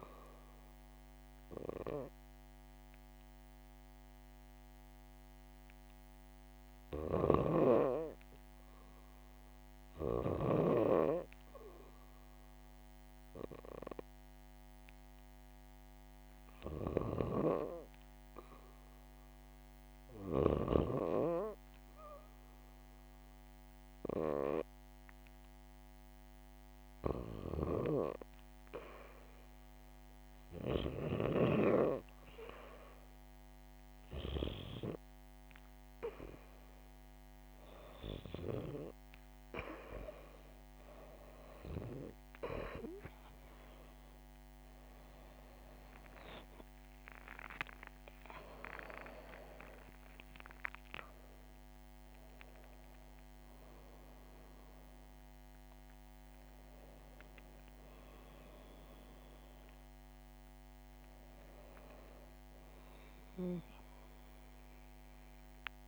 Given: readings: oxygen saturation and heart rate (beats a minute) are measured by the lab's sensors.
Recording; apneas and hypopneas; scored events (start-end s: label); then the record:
breathing in sleep by a microphone on the trachea; none
0.00-16.00 s: oxygen desaturation (device-marked, oxygen 89% lowest, heart rate 63 extreme)
6.50-10.50 s: snoring (device-marked)
21.00-26.00 s: oxygen desaturation (device-marked, oxygen 94% before, 91% lowest, heart rate 67 before, 69 extreme)
46.00-65.88 s: new sleep stage, N1 (lightest sleep)
46.50-52.00 s: arousal
From the record:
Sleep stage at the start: REM sleep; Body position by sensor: on the back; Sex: female